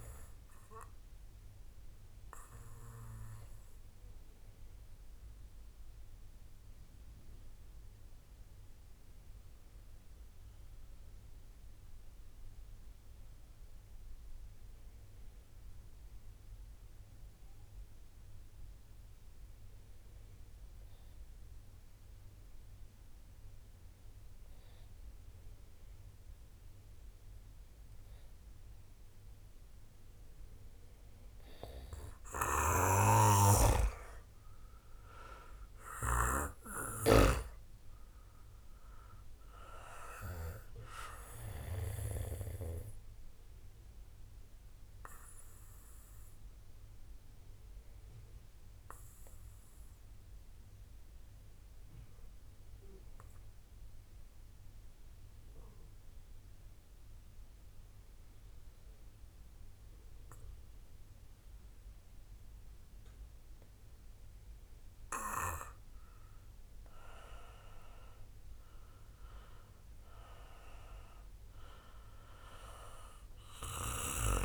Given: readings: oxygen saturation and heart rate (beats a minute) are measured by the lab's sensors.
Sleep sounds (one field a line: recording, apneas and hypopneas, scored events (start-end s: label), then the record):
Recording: breathing in sleep by a room microphone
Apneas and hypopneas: 2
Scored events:
0.00-15.50 s: oxygen desaturation (device-marked, oxygen 86% lowest, heart rate 27 extreme)
4.00-32.00 s: obstructive apnea (oxygen 97% before, 86% lowest, heart rate 50 before, 57 extreme, up 7 after)
31.50-60.50 s: oxygen desaturation (device-marked, oxygen 96% before, 87% lowest, heart rate 65 before, 45 extreme)
34.50-37.00 s: arousal
43.50-65.50 s: obstructive apnea (oxygen 97% before, 87% lowest, heart rate 62 before, 45 extreme)
67.50-70.00 s: arousal
69.50-74.45 s: oxygen desaturation (device-marked, oxygen 97% before, 90% lowest, heart rate 65 before, 44 extreme)
From the record:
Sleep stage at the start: N2 (light sleep)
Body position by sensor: on the back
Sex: male